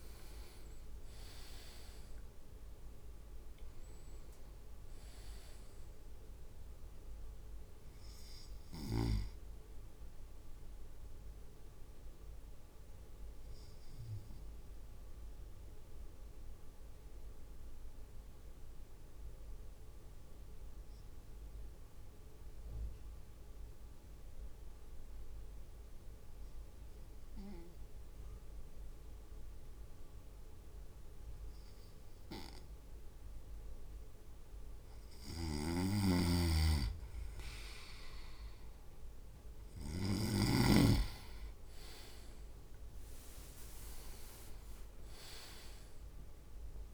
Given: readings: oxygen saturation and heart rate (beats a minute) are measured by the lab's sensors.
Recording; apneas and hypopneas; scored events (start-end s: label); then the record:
breathing in sleep by a room microphone; 1
0.00-2.50 s: arousal
8.50-34.00 s: obstructive apnea (oxygen 98% before, 97% lowest)
35.00-40.00 s: snoring (device-marked)
43.00-44.50 s: leg movement (device-marked)
43.00-46.94 s: arousal
From the record:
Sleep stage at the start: N2 (light sleep); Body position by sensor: on the right side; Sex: male